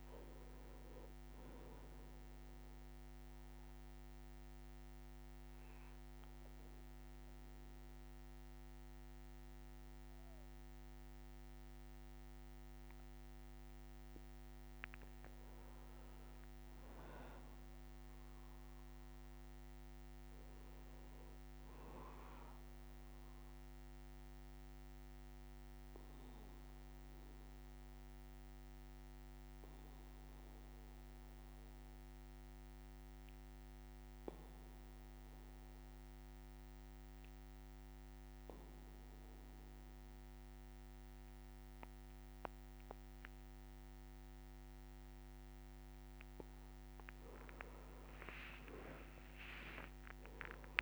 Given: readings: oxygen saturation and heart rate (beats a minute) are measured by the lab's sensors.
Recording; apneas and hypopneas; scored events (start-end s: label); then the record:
breathing in sleep, hard to hear, by a microphone on the trachea; 2
3.50-15.50 s: obstructive apnea (oxygen 98% before, 91% lowest, heart rate 62 before, 59 extreme, up 4 after)
17.00-20.50 s: arousal
23.00-46.00 s: obstructive apnea (oxygen 98% before, 91% lowest, heart rate 61 before, 60 extreme, up 5 after)
47.00-50.82 s: oxygen desaturation (device-marked, oxygen 98% before, 91% lowest, heart rate 61 before, 59 extreme)
48.50-50.82 s: arousal
From the record:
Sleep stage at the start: N2 (light sleep); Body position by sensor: on the back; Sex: male